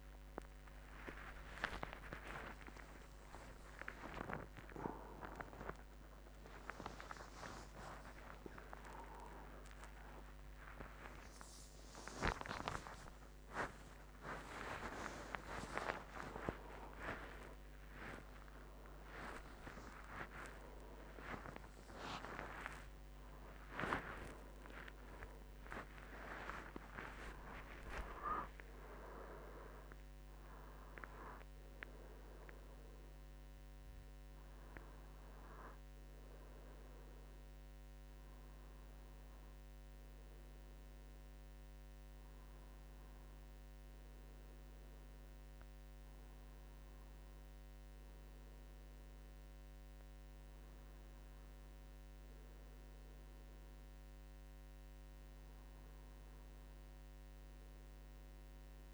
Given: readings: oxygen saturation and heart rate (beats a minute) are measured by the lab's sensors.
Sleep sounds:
a person awake in a sleep study, by a microphone on the trachea; none
47.50-58.94 s: new sleep stage, N1 (lightest sleep)
From the record:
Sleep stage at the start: awake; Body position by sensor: on the right side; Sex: male

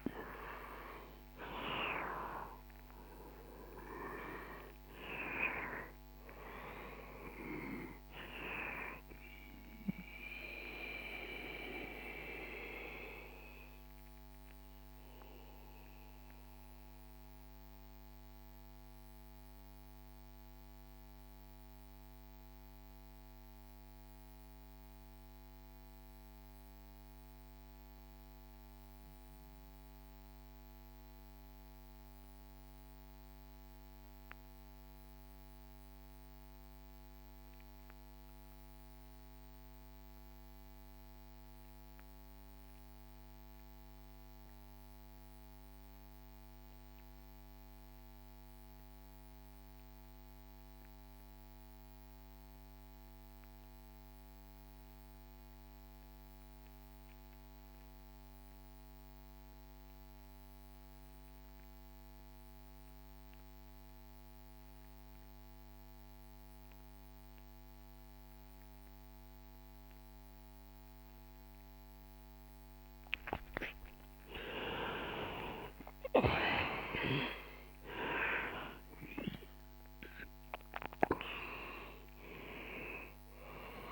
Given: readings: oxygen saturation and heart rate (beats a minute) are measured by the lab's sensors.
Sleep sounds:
breathing in sleep by a microphone on the trachea; 1
0.00-3.50 s: arousal
10.00-71.50 s: mixed apnea (oxygen 98% before, 82% lowest, heart rate 68 before, 54 extreme, up 15 after)
16.50-30.50 s: oxygen desaturation (device-marked, oxygen 98% before, 88% lowest, heart rate 69 before, 54 extreme)
51.50-83.92 s: oxygen desaturation (device-marked, oxygen 98% before, 82% lowest, heart rate 57 before, 57 extreme)
73.00-78.00 s: arousal
From the record:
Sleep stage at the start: REM sleep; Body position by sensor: on the back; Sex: male

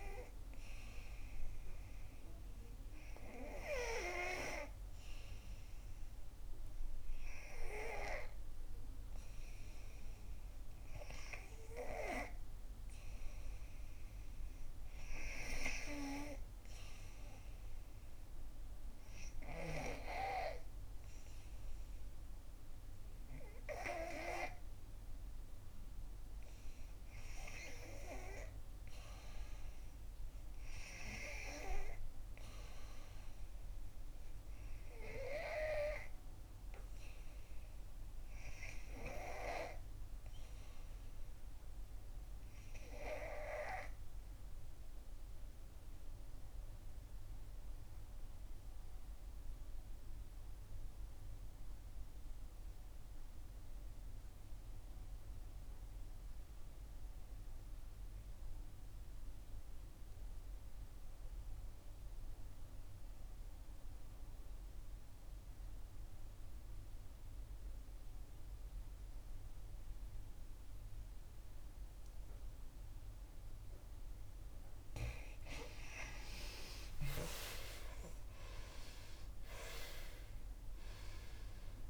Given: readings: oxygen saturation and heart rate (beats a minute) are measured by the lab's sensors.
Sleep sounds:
breathing in sleep by a room microphone; 1
40.00-43.00 s: arousal
44.50-74.00 s: obstructive apnea (oxygen 92% before, 79% lowest, heart rate 68 before, 63 extreme, up 5 after)
62.50-81.89 s: oxygen desaturation (device-marked, oxygen 91% before, 79% lowest, heart rate 66 before, 62 extreme)
76.00-81.50 s: arousal
77.00-81.89 s: snoring (device-marked)
From the record:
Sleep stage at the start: N2 (light sleep); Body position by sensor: on the back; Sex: female

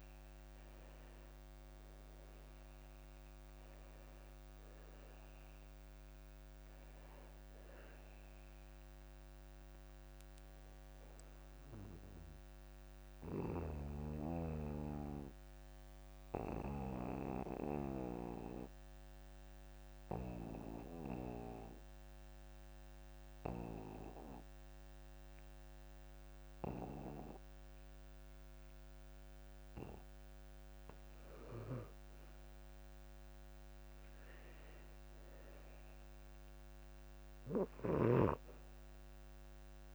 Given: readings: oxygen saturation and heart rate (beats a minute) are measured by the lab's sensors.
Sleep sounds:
breathing in sleep by a microphone on the trachea; 1
0.00-26.50 s: oxygen desaturation (device-marked, oxygen 84% lowest)
12.00-30.50 s: obstructive apnea (oxygen 98% before, 78% lowest)
32.50-36.00 s: arousal
From the record:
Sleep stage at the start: N2 (light sleep); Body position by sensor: on the back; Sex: male

